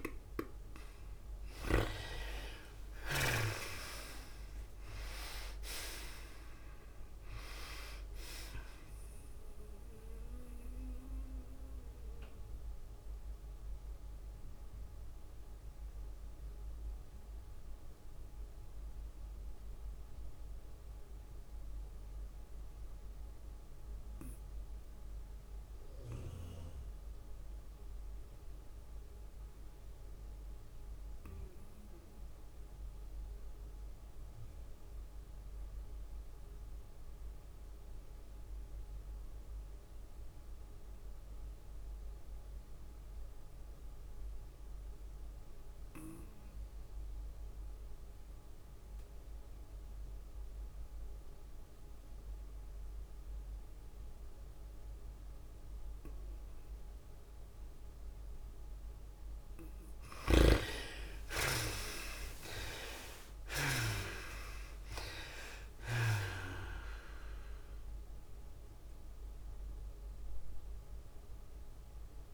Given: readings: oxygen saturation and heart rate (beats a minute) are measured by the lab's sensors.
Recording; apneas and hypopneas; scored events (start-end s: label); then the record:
breathing in sleep by a room microphone; 1
0.00-10.50 s: oxygen desaturation (device-marked, oxygen 63% lowest, heart rate 96 extreme)
0.50-33.50 s: tachycardia (device-marked, heart rate 98 before, 116 extreme)
1.50-6.00 s: arousal
5.50-20.50 s: drop in pulse transit time (device-marked, heart rate 100 before, 109 extreme)
11.50-59.50 s: obstructive apnea (oxygen 98% before, 51% lowest, heart rate 103 before, 84 extreme, up 29 after)
26.50-72.34 s: oxygen desaturation (device-marked, oxygen 97% before, 51% lowest, heart rate 112 before, 84 extreme)
55.50-57.50 s: long interval between heartbeats (device-marked, heart rate 92 before, 88 extreme)
60.50-72.34 s: tachycardia (device-marked, heart rate 98 before, 119 extreme)
61.50-65.00 s: arousal
64.50-72.34 s: drop in pulse transit time (device-marked, heart rate 90 before, 105 extreme)
From the record:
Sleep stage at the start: REM sleep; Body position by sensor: on the back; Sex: female